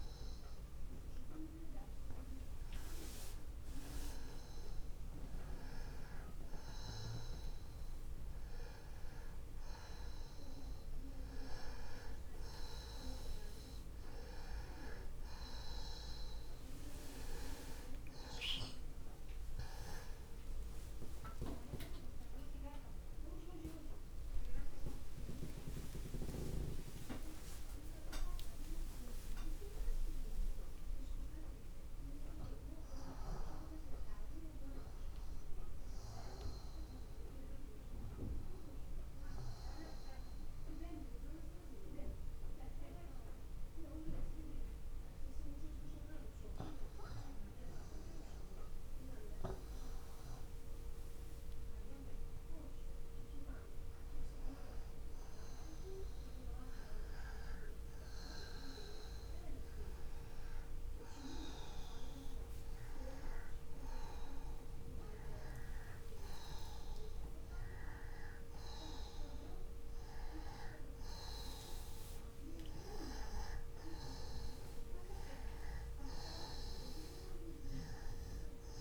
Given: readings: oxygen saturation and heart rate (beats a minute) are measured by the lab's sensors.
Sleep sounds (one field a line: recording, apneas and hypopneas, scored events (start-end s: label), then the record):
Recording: breathing in sleep by a room microphone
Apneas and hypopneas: 1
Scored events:
15.50-34.50 s: oxygen desaturation (device-marked, oxygen 96% before, 92% lowest)
27.00-32.50 s: arousal
37.50-51.50 s: hypopnea (oxygen 96% before, 92% lowest, heart rate 47 before, 33 extreme, up 0 after)
52.50-56.00 s: arousal
71.50-78.81 s: oxygen desaturation (device-marked, oxygen 95% before, 92% lowest)
From the record:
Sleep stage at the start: N2 (light sleep)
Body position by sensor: on the back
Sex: male